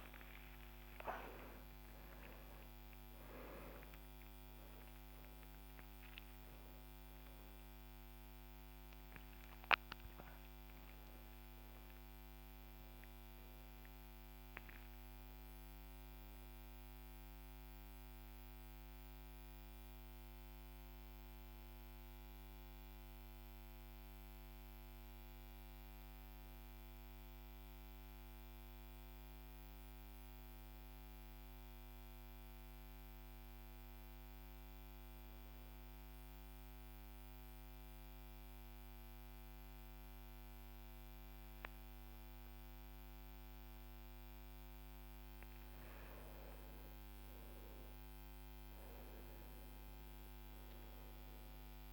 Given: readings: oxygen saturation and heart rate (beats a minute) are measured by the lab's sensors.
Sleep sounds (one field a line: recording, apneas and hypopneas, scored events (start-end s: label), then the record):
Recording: a person partly awake in a sleep study, hard to hear, by a microphone on the trachea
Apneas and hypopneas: 1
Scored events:
8.00-51.93 s: new sleep stage, N1 (lightest sleep)
11.00-24.00 s: oxygen desaturation (device-marked, oxygen 96% before, 92% lowest, heart rate 89 before, 51 extreme)
35.00-47.50 s: mixed apnea (oxygen 99% before, 93% lowest, heart rate 64 before, 51 extreme, up 9 after)
40.00-51.93 s: oxygen desaturation (device-marked, oxygen 99% before, 93% lowest, heart rate 60 before, 49 extreme)
50.50-51.93 s: arousal
From the record:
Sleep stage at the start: awake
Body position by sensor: on the right side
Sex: male